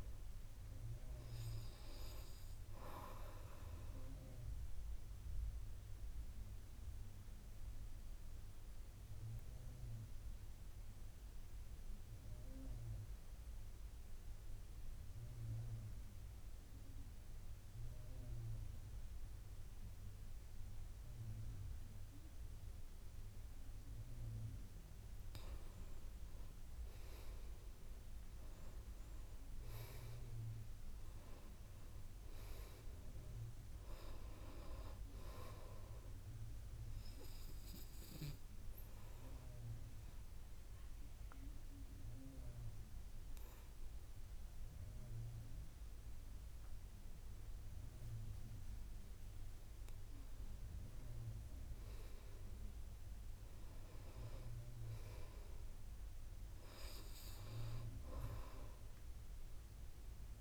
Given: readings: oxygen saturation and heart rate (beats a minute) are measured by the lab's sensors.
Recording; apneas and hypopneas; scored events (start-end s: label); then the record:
breathing in sleep by a room microphone; 2
0.50-23.50 s: oxygen desaturation (device-marked, oxygen 98% before, 91% lowest, heart rate 54 before, 54 extreme)
5.00-24.00 s: obstructive apnea (oxygen 99% before, 86% lowest, heart rate 55 before, 54 extreme, up 11 after)
26.50-30.00 s: arousal
30.50-53.50 s: oxygen desaturation (device-marked, oxygen 96% before, 86% lowest, heart rate 59 before, 54 extreme)
38.50-50.00 s: obstructive apnea (oxygen 96% before, 86% lowest, heart rate 63 before, 54 extreme, up 8 after)
53.50-57.50 s: arousal
From the record:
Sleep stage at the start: N2 (light sleep); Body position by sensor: on the back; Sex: male